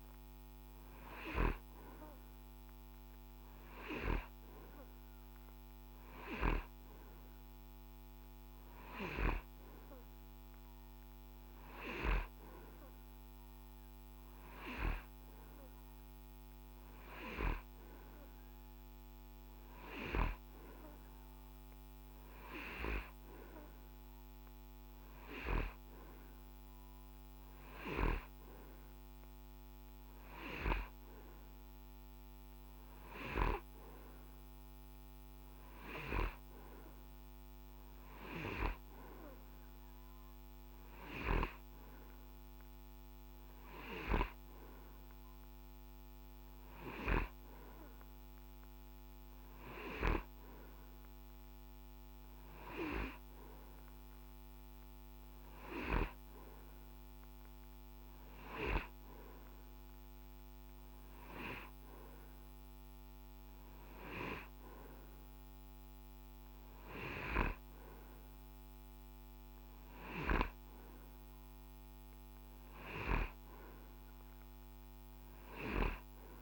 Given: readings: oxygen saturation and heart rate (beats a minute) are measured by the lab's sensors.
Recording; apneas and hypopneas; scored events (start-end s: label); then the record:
breathing in sleep by a microphone on the trachea; none
none scored
From the record:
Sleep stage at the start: N2 (light sleep); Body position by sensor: on the right side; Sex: male